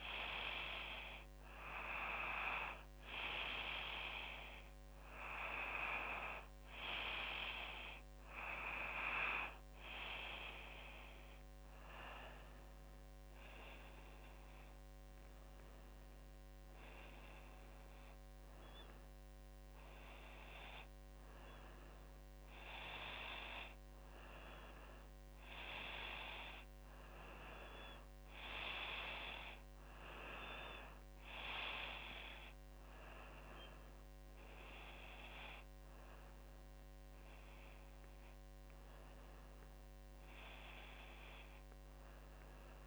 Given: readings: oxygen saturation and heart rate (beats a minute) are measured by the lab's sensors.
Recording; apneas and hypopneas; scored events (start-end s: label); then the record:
breathing in sleep by a microphone on the trachea; none
none scored
From the record:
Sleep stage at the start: N2 (light sleep); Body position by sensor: on the back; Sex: female